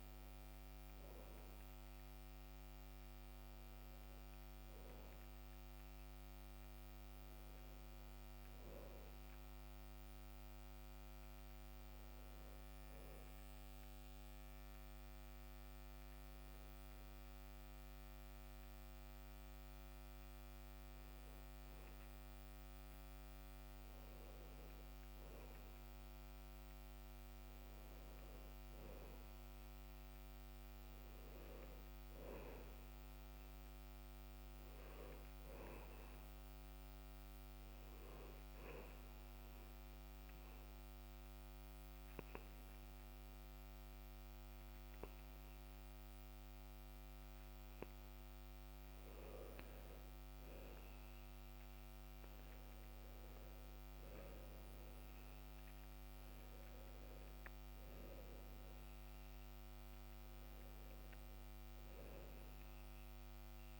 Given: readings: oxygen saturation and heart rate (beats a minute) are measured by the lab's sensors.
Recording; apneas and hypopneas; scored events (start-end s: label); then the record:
breathing in sleep, hard to hear, by a microphone on the trachea; 2
1.00-5.50 s: arousal
14.50-25.50 s: hypopnea (oxygen 97% before, 93% lowest, heart rate 68 before, 66 extreme, up 4 after)
30.50-35.00 s: arousal
39.00-50.00 s: obstructive apnea (oxygen 97% before, 93% lowest, heart rate 68 before, 66 extreme, up 4 after)
53.50-57.50 s: arousal
From the record:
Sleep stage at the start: REM sleep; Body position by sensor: on the back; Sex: male